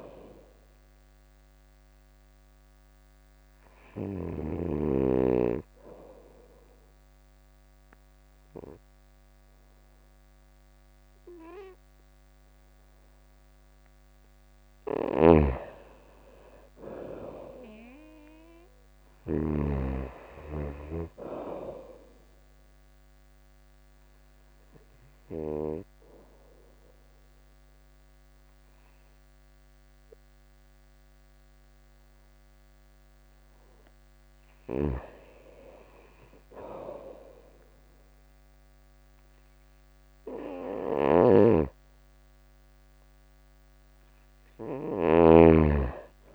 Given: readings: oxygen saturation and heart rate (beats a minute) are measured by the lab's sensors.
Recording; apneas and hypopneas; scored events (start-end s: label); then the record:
breathing in sleep by a microphone on the trachea; 2
1.50-12.50 s: obstructive apnea (oxygen 95% before, 89% lowest, heart rate 83 before, 80 extreme, up 0 after)
14.00-18.00 s: arousal
14.50-19.00 s: snoring (device-marked)
22.50-33.50 s: mixed apnea (oxygen 95% before, 89% lowest, heart rate 82 before, 80 extreme, up 0 after)
23.00-36.00 s: oxygen desaturation (device-marked, oxygen 95% before, 89% lowest, heart rate 82 before, 80 extreme)
40.50-46.35 s: snoring (device-marked)
41.00-45.00 s: arousal
From the record:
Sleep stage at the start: N2 (light sleep); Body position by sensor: on the right side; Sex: female